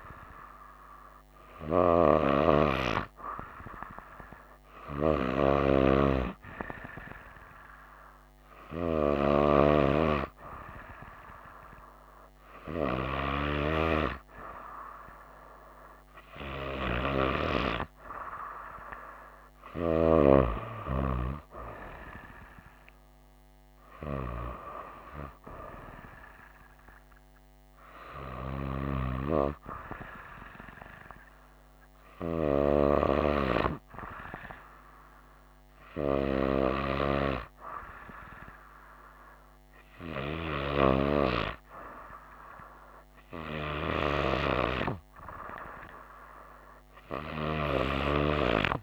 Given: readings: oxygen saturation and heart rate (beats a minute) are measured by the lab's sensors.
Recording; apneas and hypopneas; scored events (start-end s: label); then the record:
breathing in sleep by a microphone on the trachea; none
none scored
From the record:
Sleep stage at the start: N2 (light sleep); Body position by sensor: on the right side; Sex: female